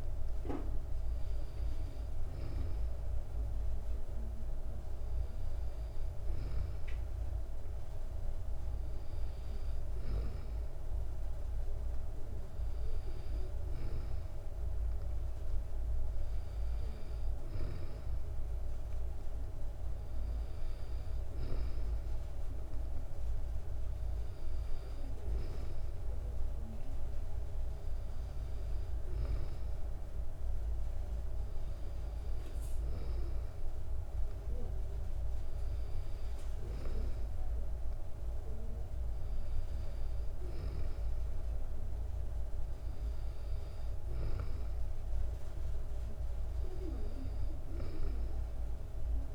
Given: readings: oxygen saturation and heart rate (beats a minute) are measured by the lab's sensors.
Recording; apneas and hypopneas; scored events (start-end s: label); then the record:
breathing in sleep, hard to hear, by a room microphone; none
none scored
From the record:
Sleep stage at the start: N2 (light sleep); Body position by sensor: on the back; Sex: female